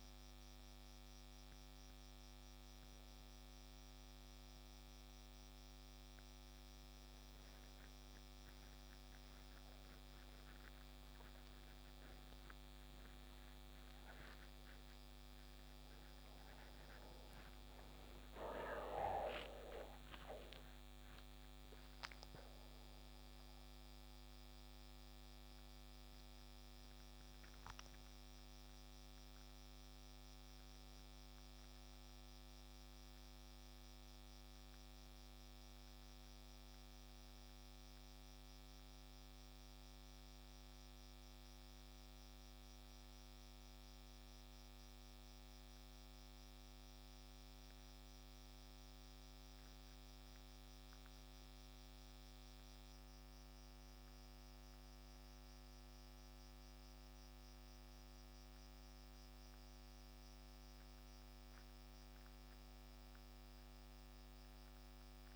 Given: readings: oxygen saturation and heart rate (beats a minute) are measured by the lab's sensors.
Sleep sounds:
a person awake in a sleep study, hard to hear, by a microphone on the trachea; 1
36.00-65.36 s: new sleep stage, N1 (lightest sleep)
37.50-52.50 s: mixed apnea (oxygen 97% before, 94% lowest, heart rate 39 before, 38 extreme, up 1 after)
54.00-58.00 s: arousal
From the record:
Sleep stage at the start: awake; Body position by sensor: on the back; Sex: male

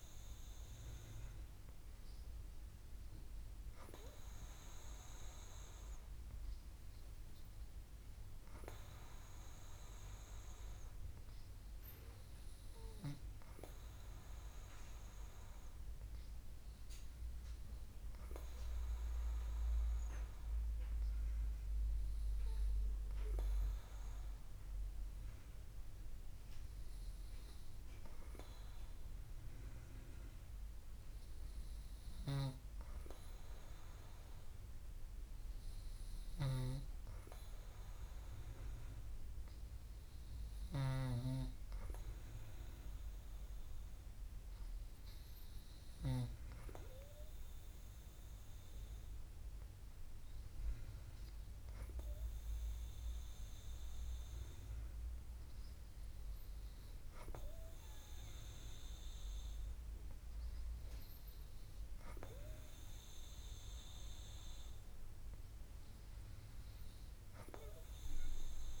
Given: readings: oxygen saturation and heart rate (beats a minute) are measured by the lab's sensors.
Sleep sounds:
breathing in sleep by a room microphone; none
none scored
From the record:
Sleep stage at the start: N2 (light sleep); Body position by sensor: on the back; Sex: female

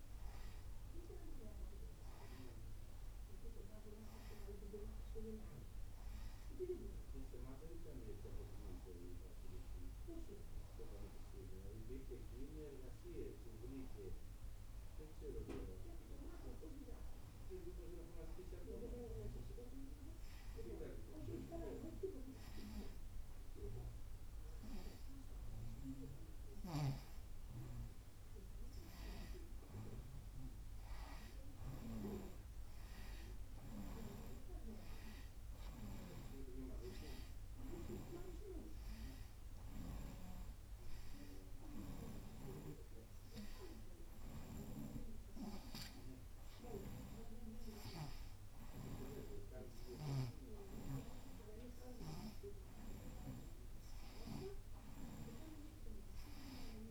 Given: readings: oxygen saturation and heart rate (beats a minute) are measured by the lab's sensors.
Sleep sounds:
breathing in sleep by a room microphone; none
33.00-45.00 s: oxygen desaturation (device-marked, oxygen 95% before, 91% lowest, heart rate 93 before, 93 extreme)
From the record:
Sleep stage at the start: N2 (light sleep); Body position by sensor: on the right side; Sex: female

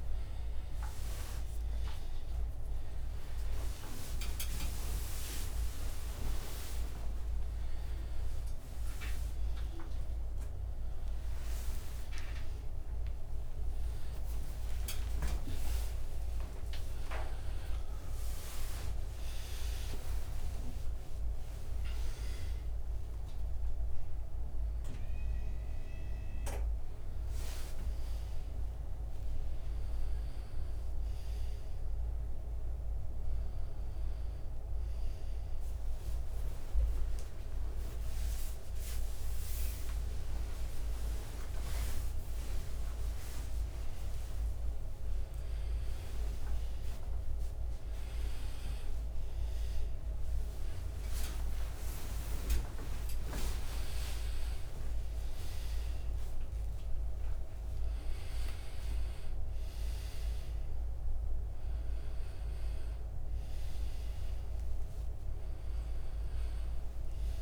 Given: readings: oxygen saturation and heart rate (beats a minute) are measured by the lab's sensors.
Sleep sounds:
a person awake in a sleep study, by a room microphone; none
9.50-26.50 s: oxygen desaturation (device-marked, oxygen 95% before, 90% lowest, heart rate 108 before, 87 extreme)
46.50-67.42 s: oxygen desaturation (device-marked, oxygen 96% before, 90% lowest, heart rate 101 before, 87 extreme)
61.50-67.42 s: new sleep stage, N1 (lightest sleep)
From the record:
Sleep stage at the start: awake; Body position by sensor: on the back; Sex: male

